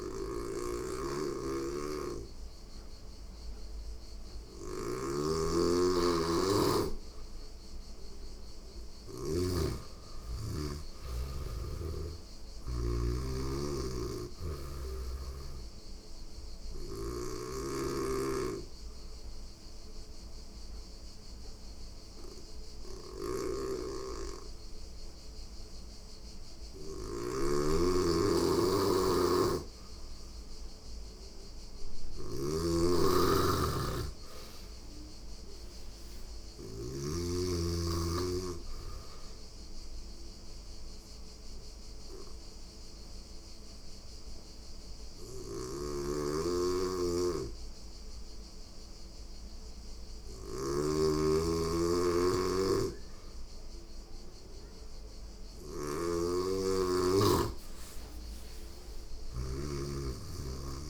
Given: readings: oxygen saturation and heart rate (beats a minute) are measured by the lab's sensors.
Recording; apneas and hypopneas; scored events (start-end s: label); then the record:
breathing in sleep by a room microphone; 2
0.00-4.50 s: oxygen desaturation (device-marked, oxygen 93% lowest, heart rate 86 extreme)
0.00-9.00 s: snoring (device-marked)
8.00-11.00 s: arousal
15.50-28.00 s: obstructive apnea (oxygen 96% before, 90% lowest, heart rate 87 before, 86 extreme, up 19 after)
16.50-32.50 s: oxygen desaturation (device-marked, oxygen 95% before, 90% lowest, heart rate 87 before, 86 extreme)
22.50-26.50 s: snoring (device-marked)
28.50-36.50 s: snoring (device-marked)
30.50-34.50 s: arousal
38.50-52.50 s: obstructive apnea (oxygen 97% before, 91% lowest, heart rate 94 before, 86 extreme, up 1 after)
44.50-50.00 s: snoring (device-marked)
52.00-59.00 s: snoring (device-marked)
54.50-58.00 s: arousal
From the record:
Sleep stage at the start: N2 (light sleep); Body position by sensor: on the back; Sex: female